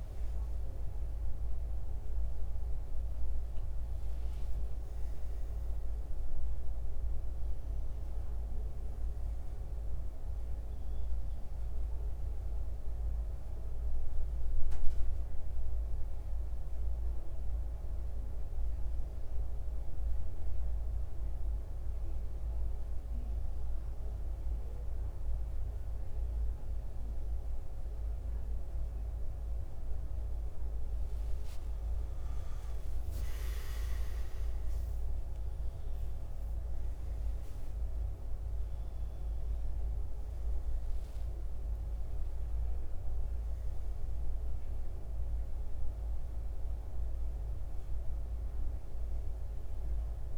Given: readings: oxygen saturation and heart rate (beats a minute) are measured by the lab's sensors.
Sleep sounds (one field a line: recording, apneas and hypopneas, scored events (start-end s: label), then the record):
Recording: breathing in sleep, hard to hear, by a room microphone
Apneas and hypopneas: none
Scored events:
0.00-23.00 s: oxygen desaturation (device-marked, oxygen 84% lowest, heart rate 75 extreme)
20.00-50.37 s: new sleep stage, N1 (lightest sleep)
33.50-37.00 s: arousal
From the record:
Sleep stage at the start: N2 (light sleep)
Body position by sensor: on the back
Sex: male